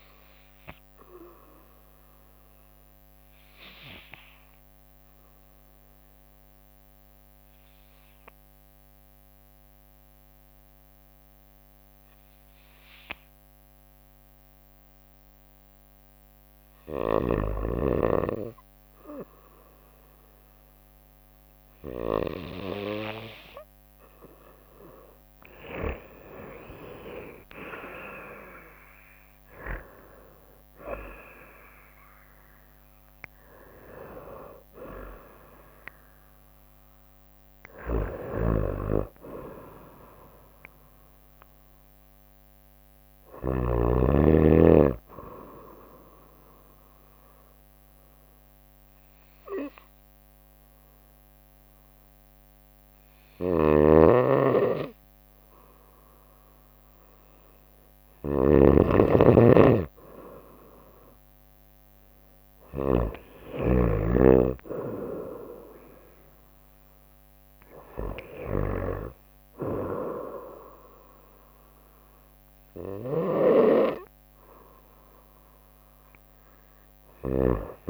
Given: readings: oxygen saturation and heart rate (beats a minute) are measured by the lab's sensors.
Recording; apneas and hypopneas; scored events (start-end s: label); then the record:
breathing in sleep by a microphone on the trachea; 2
0.00-2.00 s: bradycardia (device-marked, heart rate 59 extreme)
0.00-50.00 s: oxygen desaturation (device-marked, oxygen 86% lowest, heart rate 60 extreme)
2.50-15.50 s: obstructive apnea (oxygen 97% before, 86% lowest, heart rate 64 before, 62 extreme, up 3 after)
17.00-21.00 s: arousal
17.00-22.50 s: snoring (device-marked)
27.00-41.00 s: drop in pulse transit time (device-marked, heart rate 64 before, 68 extreme)
38.00-43.50 s: snoring (device-marked)
40.50-43.50 s: arousal
46.00-57.50 s: obstructive apnea (oxygen 90% before, 86% lowest, heart rate 73 before, 64 extreme, up 0 after)
53.50-63.00 s: snoring (device-marked)
60.50-64.00 s: arousal
73.00-77.90 s: snoring (device-marked)
From the record:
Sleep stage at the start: N2 (light sleep); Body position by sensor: on the right side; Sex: female